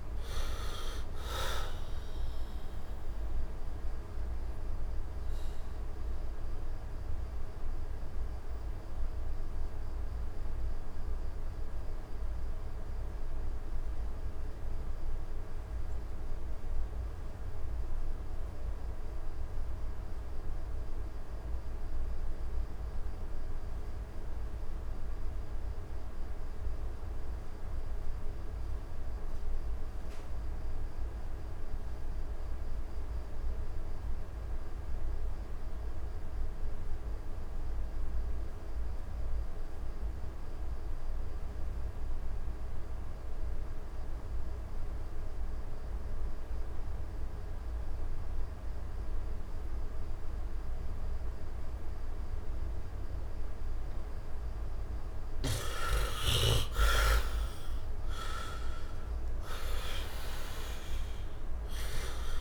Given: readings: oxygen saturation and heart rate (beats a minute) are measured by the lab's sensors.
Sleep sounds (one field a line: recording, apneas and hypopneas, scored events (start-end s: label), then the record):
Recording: breathing in sleep by a room microphone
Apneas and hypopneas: 1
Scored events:
0.00-24.00 s: oxygen desaturation (device-marked, oxygen 46% lowest, heart rate 62 extreme)
3.50-53.50 s: mixed apnea (oxygen 95% before, 40% lowest, heart rate 77 before, 62 extreme, up 23 after)
33.00-62.41 s: oxygen desaturation (device-marked, oxygen 98% before, 40% lowest, heart rate 70 before, 63 extreme)
55.50-60.00 s: arousal
From the record:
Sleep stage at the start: N2 (light sleep)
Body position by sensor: on the right side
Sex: male